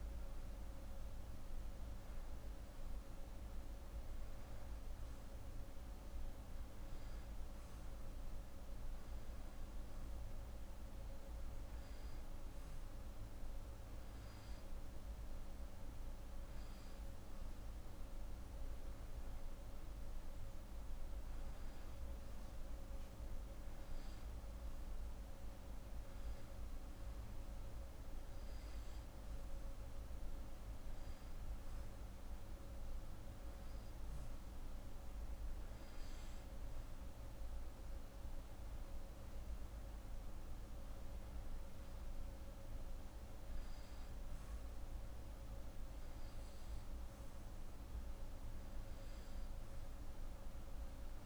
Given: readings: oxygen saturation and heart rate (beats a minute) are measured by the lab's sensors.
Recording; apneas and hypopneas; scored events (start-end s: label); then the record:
breathing in sleep, hard to hear, by a room microphone; none
none scored
From the record:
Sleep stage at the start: N2 (light sleep); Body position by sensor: on the back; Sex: female